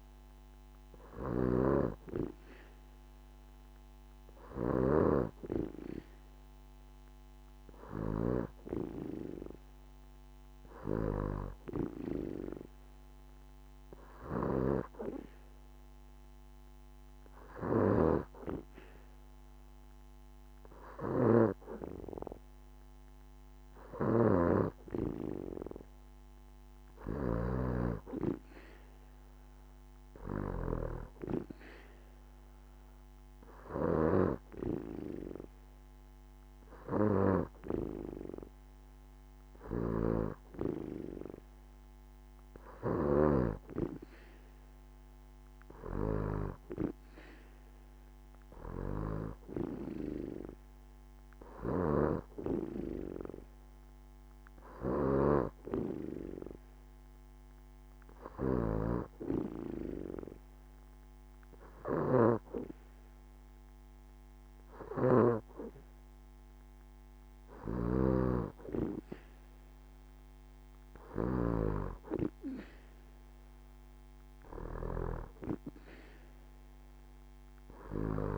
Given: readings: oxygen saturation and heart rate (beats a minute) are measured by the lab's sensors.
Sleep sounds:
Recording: breathing in sleep by a microphone on the trachea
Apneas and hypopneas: none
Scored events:
none scored
From the record:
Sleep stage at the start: N2 (light sleep)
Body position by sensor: on the back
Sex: female

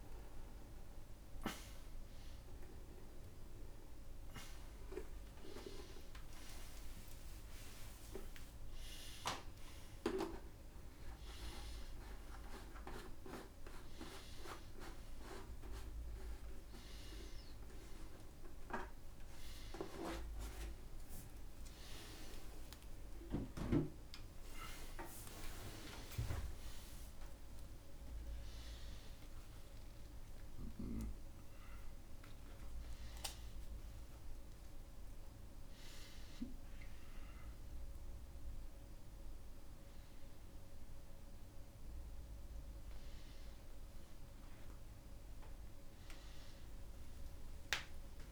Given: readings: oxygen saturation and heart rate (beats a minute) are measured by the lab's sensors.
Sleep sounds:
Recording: a person awake in a sleep study, by a room microphone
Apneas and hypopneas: none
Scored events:
1.50-15.50 s: tachycardia (device-marked, heart rate 65 before, 112 extreme)
25.50-27.50 s: long interval between heartbeats (device-marked, heart rate 103 before, 94 extreme)
25.50-30.50 s: tachycardia (device-marked, heart rate 67 before, 110 extreme)
27.50-29.50 s: long interval between heartbeats (device-marked, heart rate 101 before, 100 extreme)
46.50-48.32 s: tachycardia (device-marked, heart rate 69 before, 104 extreme)
From the record:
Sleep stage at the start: awake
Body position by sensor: upright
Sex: male

